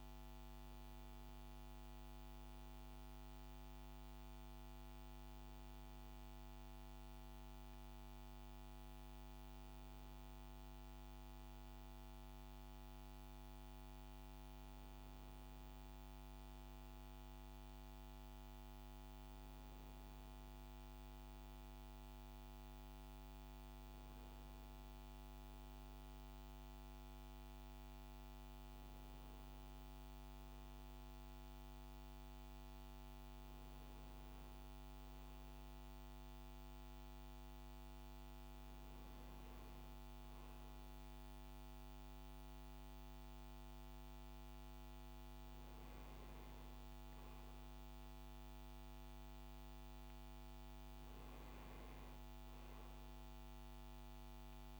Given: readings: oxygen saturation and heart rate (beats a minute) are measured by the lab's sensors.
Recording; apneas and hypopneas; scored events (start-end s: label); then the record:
breathing in sleep, hard to hear, by a microphone on the trachea; none
none scored
From the record:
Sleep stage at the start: N1 (lightest sleep); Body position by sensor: on the back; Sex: male